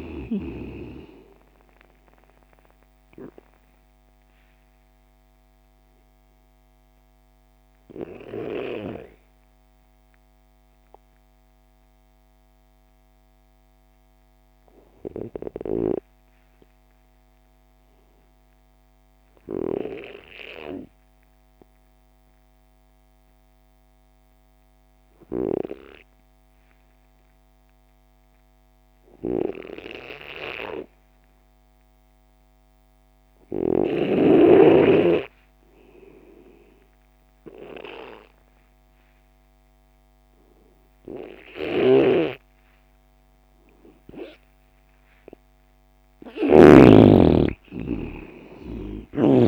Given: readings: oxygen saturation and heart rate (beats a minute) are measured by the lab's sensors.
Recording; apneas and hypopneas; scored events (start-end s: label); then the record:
breathing in sleep by a microphone on the trachea; 1
0.00-16.00 s: oxygen desaturation (device-marked, oxygen 86% lowest)
4.00-44.50 s: obstructive apnea (oxygen 97% before, 86% lowest)
40.00-49.48 s: oxygen desaturation (device-marked, oxygen 97% before, 89% lowest)
41.50-46.50 s: snoring (device-marked)
47.00-49.48 s: arousal
From the record:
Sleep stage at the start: N2 (light sleep); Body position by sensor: on the left side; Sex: male